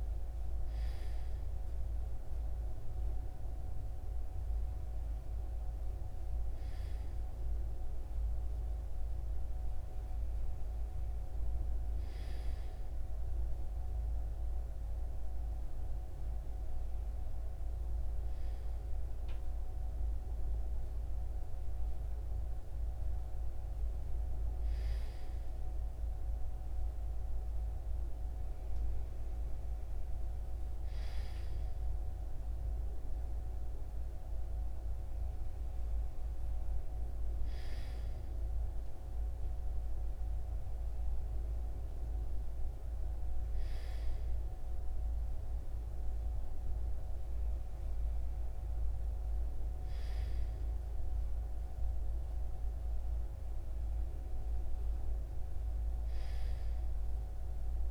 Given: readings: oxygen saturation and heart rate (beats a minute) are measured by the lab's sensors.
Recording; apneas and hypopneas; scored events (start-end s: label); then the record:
breathing in sleep, hard to hear, by a room microphone; none
none scored
From the record:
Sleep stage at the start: REM sleep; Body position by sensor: on the right side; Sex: male